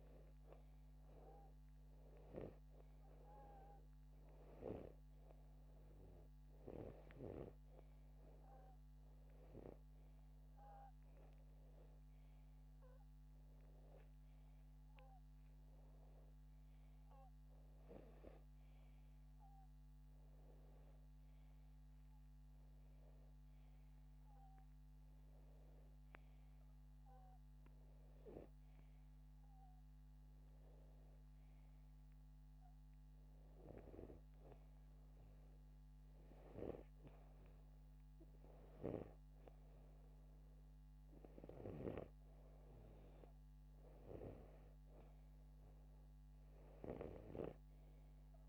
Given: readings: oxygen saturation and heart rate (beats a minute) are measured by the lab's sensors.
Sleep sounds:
breathing in sleep by a microphone on the trachea; none
26.00-48.49 s: new sleep stage, N2 (light sleep)
From the record:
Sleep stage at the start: N3 (deep sleep); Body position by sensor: upright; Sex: male

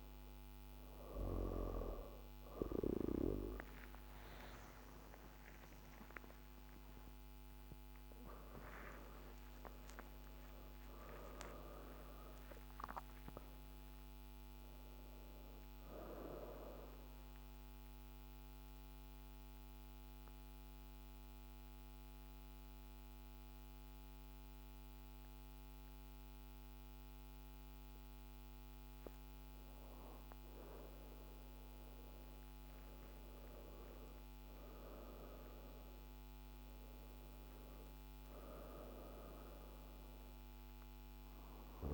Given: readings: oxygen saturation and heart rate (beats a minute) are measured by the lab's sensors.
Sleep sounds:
breathing in sleep by a microphone on the trachea; 1
0.00-23.00 s: oxygen desaturation (device-marked, oxygen 90% lowest, heart rate 37 extreme)
4.00-8.50 s: arousal
17.00-28.00 s: obstructive apnea (oxygen 97% before, 89% lowest, heart rate 58 before, 37 extreme, up 14 after)
31.50-35.50 s: arousal
39.00-41.94 s: oxygen desaturation (device-marked, oxygen 98% before, 92% lowest, heart rate 46 before, 45 extreme)
From the record:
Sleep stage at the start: N2 (light sleep); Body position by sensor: on the back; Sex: female

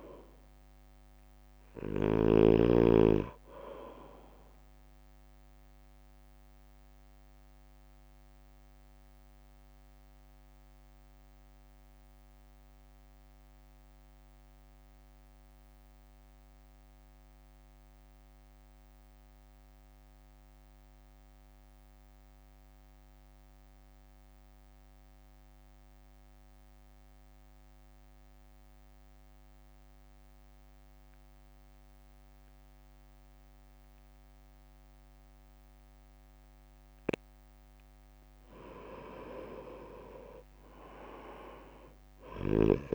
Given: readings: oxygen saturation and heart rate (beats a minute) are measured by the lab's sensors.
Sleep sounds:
breathing in sleep by a microphone on the trachea; 1
0.00-2.50 s: snoring (device-marked)
0.00-8.50 s: drop in pulse transit time (device-marked, heart rate 52 extreme)
0.00-9.50 s: oxygen desaturation (device-marked, oxygen 89% lowest, heart rate 52 extreme)
5.00-38.00 s: mixed apnea (oxygen 99% before, 88% lowest, heart rate 58 before, 47 extreme, up 2 after)
15.50-26.50 s: oxygen desaturation (device-marked, oxygen 91% before, 88% lowest, heart rate 55 before, 47 extreme)
38.50-42.95 s: oxygen desaturation (device-marked, oxygen 98% before, 91% lowest, heart rate 61 before, 47 extreme)
40.00-42.95 s: arousal
41.50-42.95 s: drop in pulse transit time (device-marked, heart rate 61 before, 47 extreme)
From the record:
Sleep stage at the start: N2 (light sleep); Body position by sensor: on the right side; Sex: male

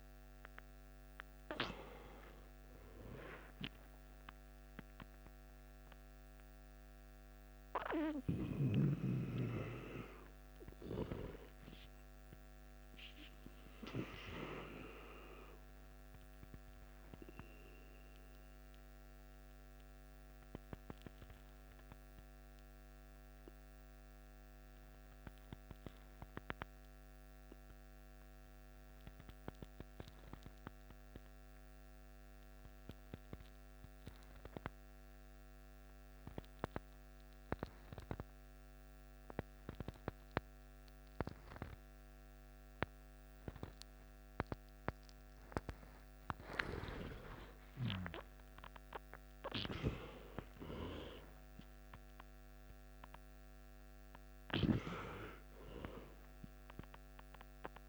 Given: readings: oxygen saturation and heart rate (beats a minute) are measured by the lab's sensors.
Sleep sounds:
breathing in sleep by a microphone on the trachea; 1
0.00-2.00 s: long interval between heartbeats (device-marked, heart rate 57 before, 80 extreme)
0.00-24.00 s: oxygen desaturation (device-marked, oxygen 89% lowest, heart rate 51 extreme)
12.50-16.50 s: arousal
19.00-45.00 s: obstructive apnea (oxygen 93% before, 90% lowest, heart rate 66 before, 51 extreme, up 13 after)
44.00-57.89 s: oxygen desaturation (device-marked, oxygen 97% before, 91% lowest, heart rate 52 before, 51 extreme)
46.00-50.00 s: arousal
From the record:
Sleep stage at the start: N2 (light sleep); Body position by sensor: on the left side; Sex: male

